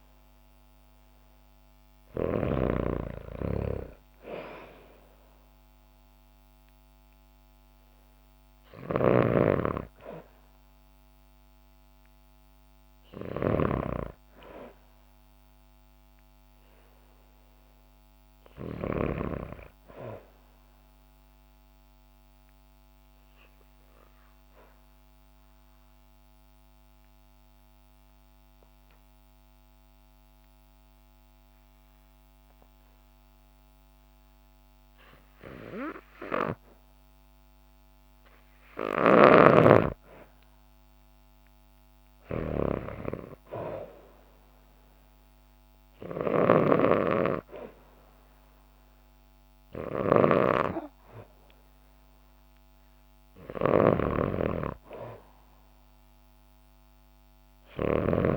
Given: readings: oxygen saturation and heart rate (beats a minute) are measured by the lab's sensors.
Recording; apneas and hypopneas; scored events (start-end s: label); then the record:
breathing in sleep by a microphone on the trachea; 1
0.00-2.00 s: arousal
0.00-2.50 s: snoring (device-marked)
8.50-13.50 s: snoring (device-marked)
21.00-38.00 s: obstructive apnea (oxygen 97% before, 92% lowest, heart rate 64 before, 57 extreme, up 3 after)
38.00-58.37 s: oxygen desaturation (device-marked, oxygen 98% before, 92% lowest, heart rate 59 before, 58 extreme)
39.50-43.50 s: arousal
46.00-58.00 s: snoring (device-marked)
From the record:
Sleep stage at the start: N2 (light sleep); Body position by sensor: on the back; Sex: female